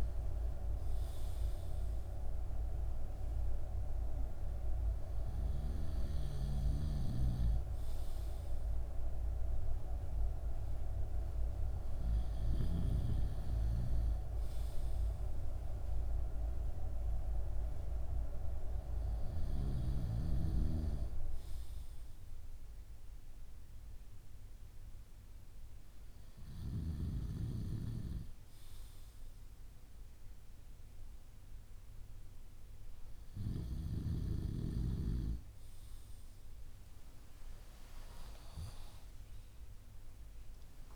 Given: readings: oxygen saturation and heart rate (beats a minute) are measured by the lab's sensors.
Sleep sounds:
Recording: breathing in sleep by a room microphone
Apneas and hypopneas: none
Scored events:
37.50-40.96 s: arousal
From the record:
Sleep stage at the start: N2 (light sleep)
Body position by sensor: on the back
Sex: male

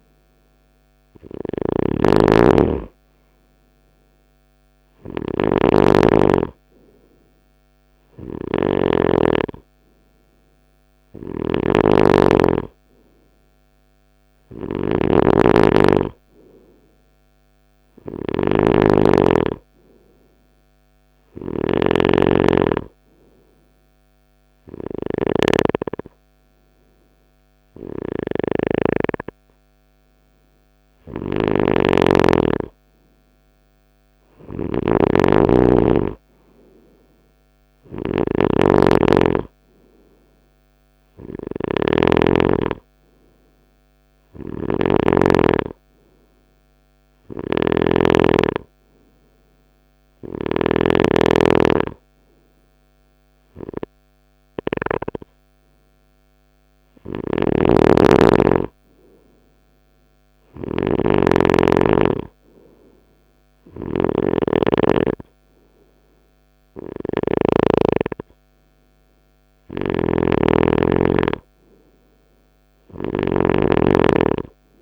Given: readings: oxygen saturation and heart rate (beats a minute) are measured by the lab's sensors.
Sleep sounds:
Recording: breathing in sleep by a microphone on the trachea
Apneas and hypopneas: 1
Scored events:
0.00-8.00 s: snoring (device-marked)
10.00-50.00 s: snoring (device-marked)
22.00-32.50 s: hypopnea (oxygen 95% before, 92% lowest, heart rate 70 before, 67 extreme, up 4 after)
34.00-37.00 s: arousal
56.50-74.82 s: snoring (device-marked)
From the record:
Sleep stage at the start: N3 (deep sleep)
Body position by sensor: on the right side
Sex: male

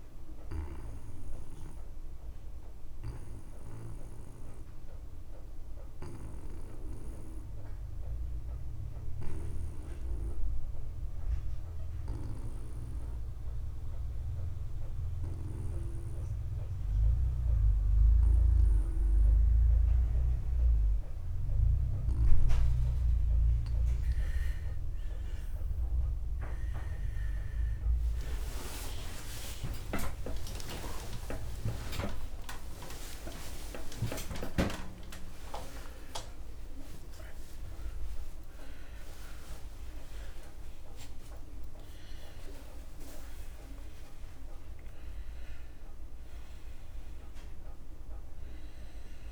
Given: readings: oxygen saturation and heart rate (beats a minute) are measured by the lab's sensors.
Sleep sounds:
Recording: a person awake in a sleep study, by a room microphone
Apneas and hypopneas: 1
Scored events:
0.00-19.00 s: oxygen desaturation (device-marked, oxygen 87% lowest)
1.50-24.50 s: obstructive apnea (oxygen 97% before, 83% lowest)
18.00-49.32 s: new sleep stage, awake
25.00-28.00 s: tachycardia (device-marked)
26.00-49.32 s: oxygen desaturation (device-marked, oxygen 96% before, 83% lowest)
28.50-30.50 s: long interval between heartbeats (device-marked)
29.00-49.32 s: tachycardia (device-marked)
35.00-37.00 s: long interval between heartbeats (device-marked, heart rate 47 before, 120 extreme)
37.50-39.50 s: long interval between heartbeats (device-marked, heart rate 59 before, 148 extreme)
40.00-42.00 s: long interval between heartbeats (device-marked, heart rate 82 before, 152 extreme)
44.50-46.50 s: long interval between heartbeats (device-marked, heart rate 111 before, 133 extreme)
From the record:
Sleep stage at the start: N2 (light sleep)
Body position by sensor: on the back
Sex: male

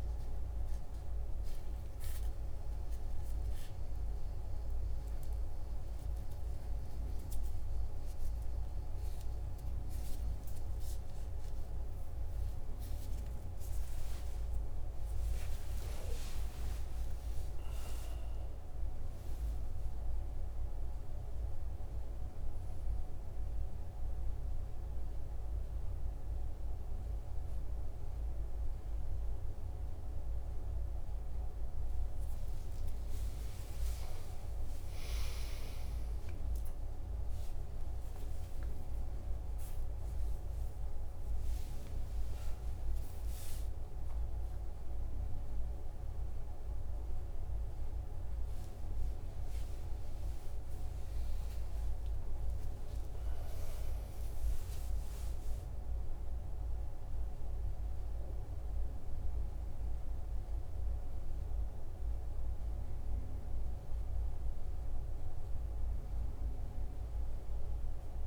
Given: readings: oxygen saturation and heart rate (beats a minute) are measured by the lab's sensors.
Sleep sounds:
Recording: a person awake in a sleep study, hard to hear, by a room microphone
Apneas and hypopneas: none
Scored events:
none scored
From the record:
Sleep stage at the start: awake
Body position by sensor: on the right side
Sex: male

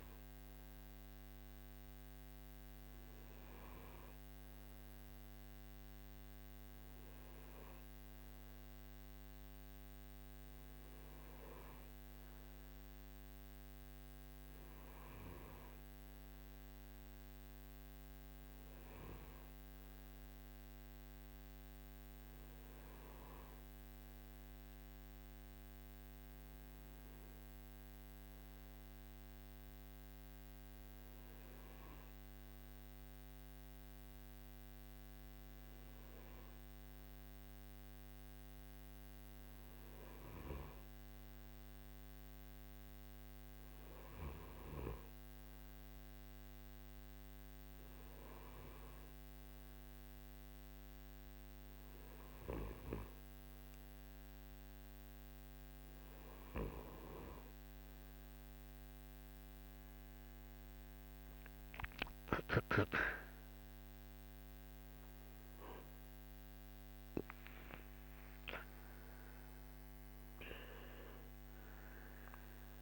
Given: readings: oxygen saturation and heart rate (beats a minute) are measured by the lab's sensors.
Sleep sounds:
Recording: breathing in sleep by a microphone on the trachea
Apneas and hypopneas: none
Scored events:
0.00-2.00 s: oxygen desaturation (device-marked, oxygen 92% lowest, heart rate 54 extreme)
62.50-67.00 s: arousal
68.00-70.00 s: long interval between heartbeats (device-marked, heart rate 59 before, 75 extreme)
From the record:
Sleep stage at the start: N2 (light sleep)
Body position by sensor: on the right side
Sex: male

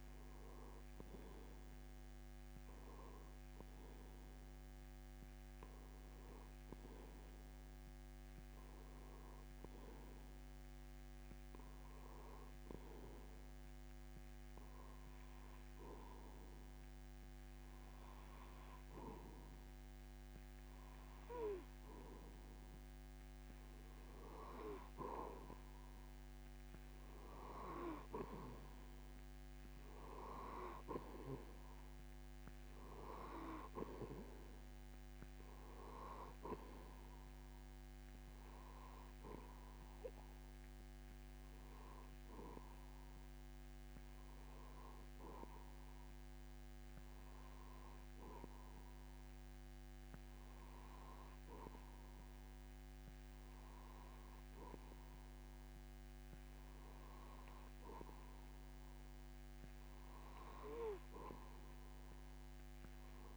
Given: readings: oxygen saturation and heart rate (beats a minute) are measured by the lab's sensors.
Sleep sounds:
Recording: breathing in sleep by a microphone on the trachea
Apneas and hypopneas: 1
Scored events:
43.00-57.00 s: hypopnea (oxygen 92% before, 89% lowest)
60.00-63.37 s: arousal
From the record:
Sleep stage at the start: N2 (light sleep)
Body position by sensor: on the back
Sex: male

